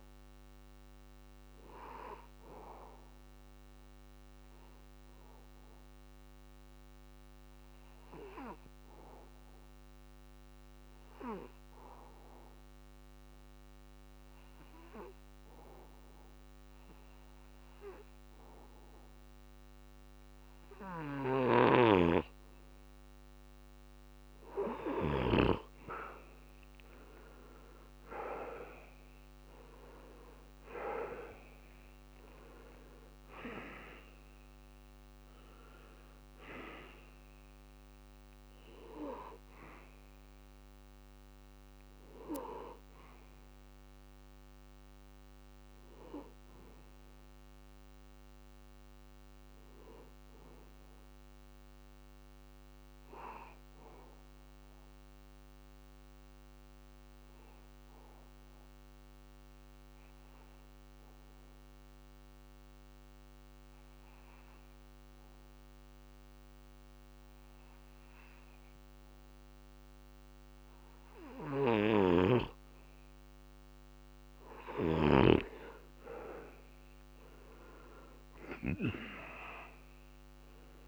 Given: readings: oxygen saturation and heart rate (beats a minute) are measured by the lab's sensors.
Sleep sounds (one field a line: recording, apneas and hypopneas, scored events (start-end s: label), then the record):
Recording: breathing in sleep by a microphone on the trachea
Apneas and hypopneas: 2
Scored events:
0.00-5.50 s: oxygen desaturation (device-marked, oxygen 89% lowest)
1.50-21.50 s: central apnea (oxygen 92% before, 88% lowest)
21.50-52.50 s: oxygen desaturation (device-marked, oxygen 97% before, 88% lowest)
27.50-34.00 s: arousal
52.00-72.50 s: mixed apnea (oxygen 95% before, 87% lowest)
67.50-80.88 s: oxygen desaturation (device-marked, oxygen 98% before, 87% lowest)
77.00-80.88 s: arousal
From the record:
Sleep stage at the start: N2 (light sleep)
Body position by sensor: on the back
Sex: male